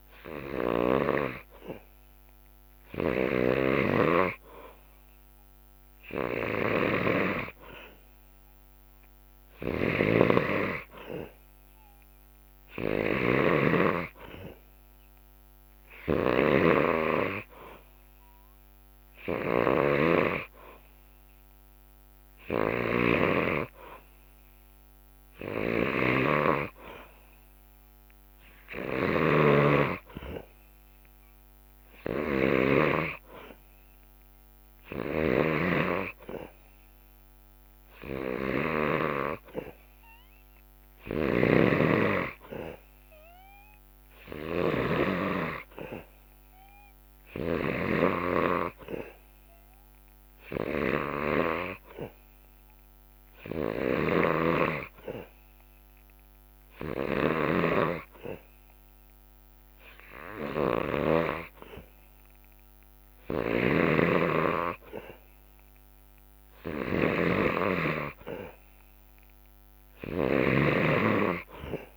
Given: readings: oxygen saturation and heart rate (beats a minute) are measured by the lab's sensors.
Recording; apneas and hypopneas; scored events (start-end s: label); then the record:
breathing in sleep by a microphone on the trachea; none
0.00-7.00 s: drop in pulse transit time (device-marked, heart rate 65 extreme)
0.00-32.50 s: snoring (device-marked)
20.00-32.00 s: drop in pulse transit time (device-marked, heart rate 67 before, 67 extreme)
34.50-71.97 s: snoring (device-marked)
From the record:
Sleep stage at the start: N2 (light sleep); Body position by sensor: on the back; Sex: male